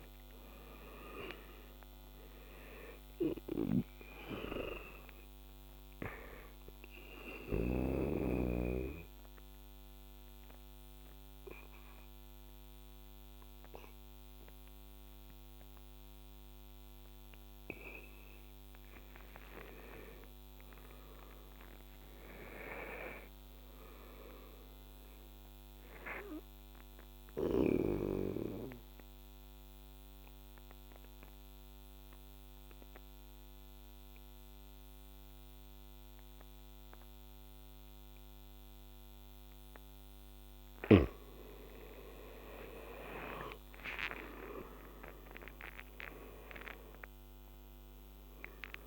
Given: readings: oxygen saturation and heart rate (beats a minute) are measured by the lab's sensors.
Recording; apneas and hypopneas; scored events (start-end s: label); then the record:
breathing in sleep by a microphone on the trachea; 2
1.00-19.00 s: oxygen desaturation (device-marked, oxygen 98% before, 83% lowest, heart rate 77 before, 71 extreme)
7.50-18.50 s: obstructive apnea (oxygen 98% before, 83% lowest, heart rate 78 before, 71 extreme, up 14 after)
19.50-22.50 s: arousal
25.00-39.00 s: obstructive apnea (oxygen 98% before, 86% lowest, heart rate 76 before, 71 extreme, up 12 after)
33.00-40.00 s: oxygen desaturation (device-marked, oxygen 97% before, 91% lowest, heart rate 78 before, 75 extreme)
43.00-48.00 s: arousal
From the record:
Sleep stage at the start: N2 (light sleep); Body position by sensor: on the back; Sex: male